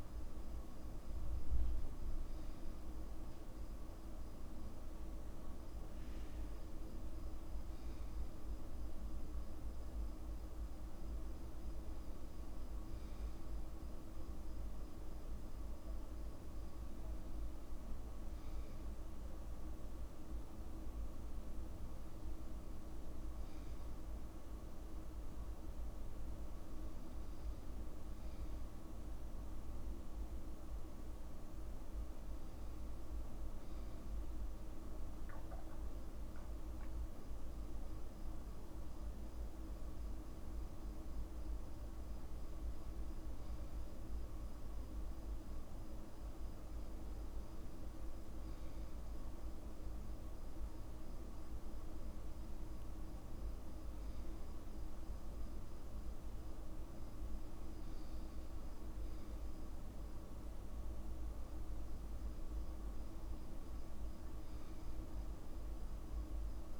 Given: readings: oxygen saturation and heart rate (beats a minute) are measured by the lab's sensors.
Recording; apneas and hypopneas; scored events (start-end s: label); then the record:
breathing in sleep, hard to hear, by a room microphone; none
none scored
From the record:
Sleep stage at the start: N2 (light sleep); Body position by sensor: on the back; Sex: male